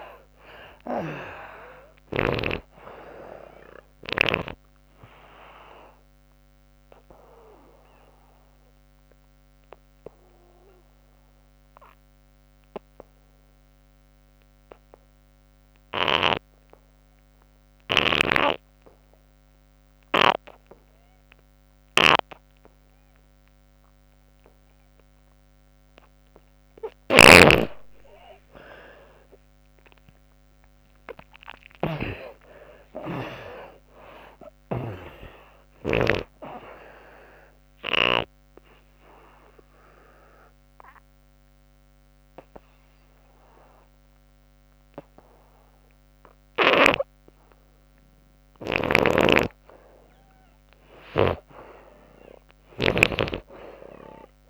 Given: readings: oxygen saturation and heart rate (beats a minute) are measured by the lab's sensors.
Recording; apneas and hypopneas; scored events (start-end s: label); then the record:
breathing in sleep by a microphone on the trachea; 2
0.00-16.00 s: oxygen desaturation (device-marked, oxygen 79% lowest, heart rate 61 extreme)
5.00-25.00 s: obstructive apnea (oxygen 97% before, 75% lowest, heart rate 77 before, 61 extreme, up 28 after)
26.50-34.50 s: snoring (device-marked)
29.50-33.50 s: arousal
32.00-51.00 s: oxygen desaturation (device-marked, oxygen 96% before, 75% lowest, heart rate 66 before, 63 extreme)
37.50-47.50 s: obstructive apnea (oxygen 97% before, 75% lowest, heart rate 75 before, 66 extreme, up 5 after)
50.50-54.50 s: snoring (device-marked)
51.00-54.50 s: arousal
From the record:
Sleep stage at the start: N2 (light sleep); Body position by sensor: on the back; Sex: female